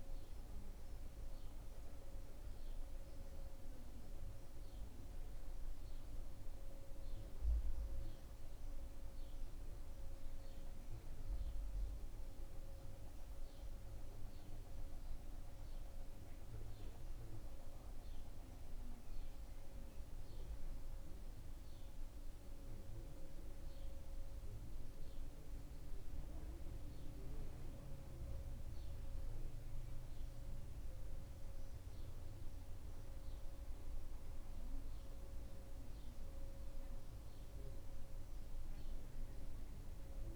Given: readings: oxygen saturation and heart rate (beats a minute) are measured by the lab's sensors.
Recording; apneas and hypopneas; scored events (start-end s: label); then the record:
breathing in sleep, hard to hear, by a room microphone; none
none scored
From the record:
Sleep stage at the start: N2 (light sleep); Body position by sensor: on the back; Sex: male